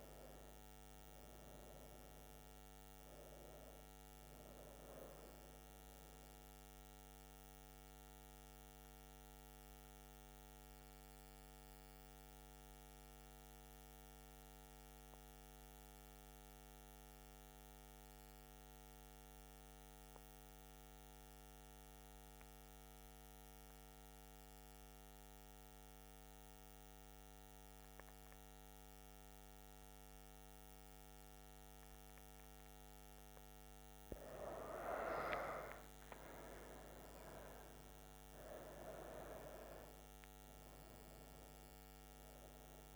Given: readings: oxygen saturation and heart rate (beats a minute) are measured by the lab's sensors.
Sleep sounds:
breathing in sleep by a microphone on the trachea; 1
0.00-11.00 s: oxygen desaturation (device-marked, oxygen 92% lowest, heart rate 61 extreme)
6.50-33.50 s: central apnea (oxygen 98% before, 92% lowest, heart rate 72 before, 61 extreme, up 38 after)
30.00-42.96 s: oxygen desaturation (device-marked, oxygen 98% before, 92% lowest, heart rate 64 before, 61 extreme)
35.00-38.00 s: arousal
From the record:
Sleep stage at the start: N2 (light sleep); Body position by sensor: on the front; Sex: female

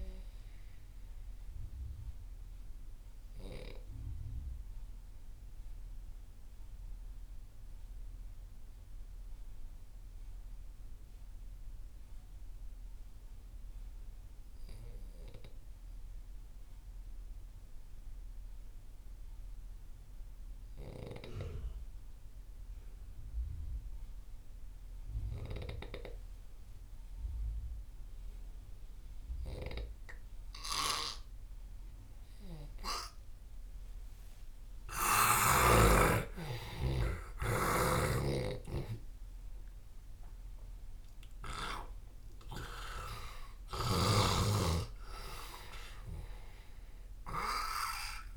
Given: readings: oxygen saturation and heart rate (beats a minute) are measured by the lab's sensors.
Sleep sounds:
breathing in sleep by a room microphone; 1
0.00-12.00 s: oxygen desaturation (device-marked, oxygen 87% lowest)
1.00-34.00 s: mixed apnea (oxygen 99% before, 87% lowest)
28.00-48.37 s: oxygen desaturation (device-marked, oxygen 98% before, 87% lowest)
35.50-39.50 s: arousal
37.50-44.00 s: snoring (device-marked)
From the record:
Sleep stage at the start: N2 (light sleep); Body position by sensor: on the left side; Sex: male

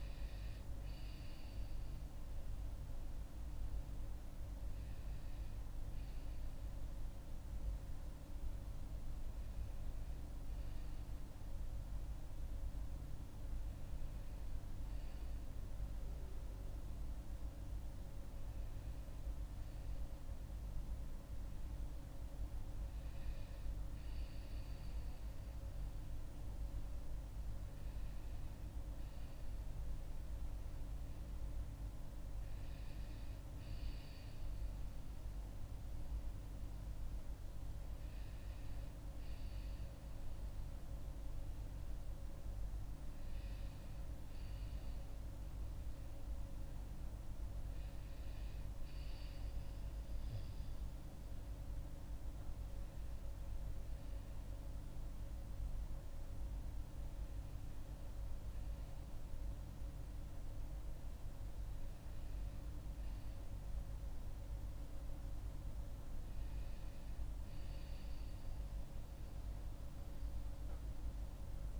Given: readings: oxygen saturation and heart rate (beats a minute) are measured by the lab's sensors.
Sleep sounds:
breathing in sleep, hard to hear, by a room microphone; none
none scored
From the record:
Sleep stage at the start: N2 (light sleep); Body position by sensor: on the back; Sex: female

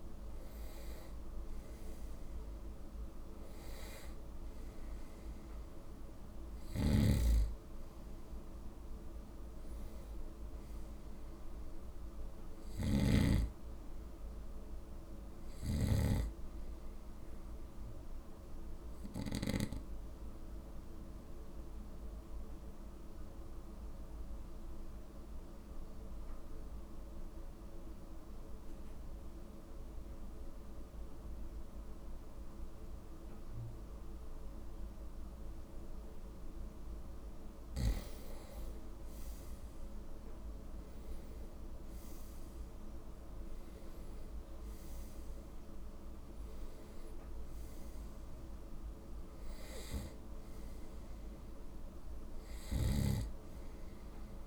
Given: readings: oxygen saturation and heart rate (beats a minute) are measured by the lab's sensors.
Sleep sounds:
breathing in sleep by a room microphone; 1
6.50-19.50 s: snoring (device-marked)
21.00-37.50 s: obstructive apnea (oxygen 96% before, 92% lowest, heart rate 58 before, 54 extreme, up 7 after)
39.50-43.50 s: arousal
52.50-54.47 s: snoring (device-marked)
From the record:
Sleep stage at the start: N2 (light sleep); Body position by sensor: on the right side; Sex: male

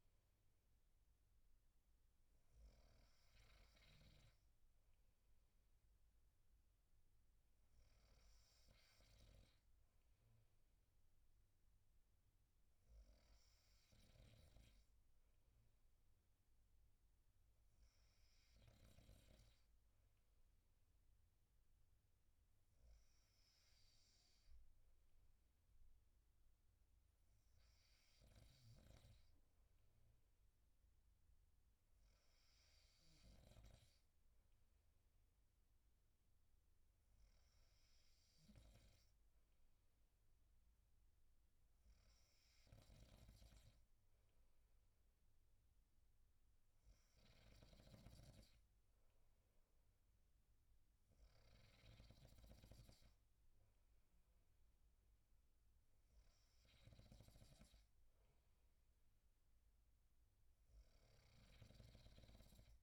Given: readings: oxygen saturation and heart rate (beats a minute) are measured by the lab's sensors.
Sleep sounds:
breathing in sleep, hard to hear, by a room microphone; none
56.50-62.83 s: snoring (device-marked)
From the record:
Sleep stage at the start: N2 (light sleep); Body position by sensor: on the right side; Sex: male

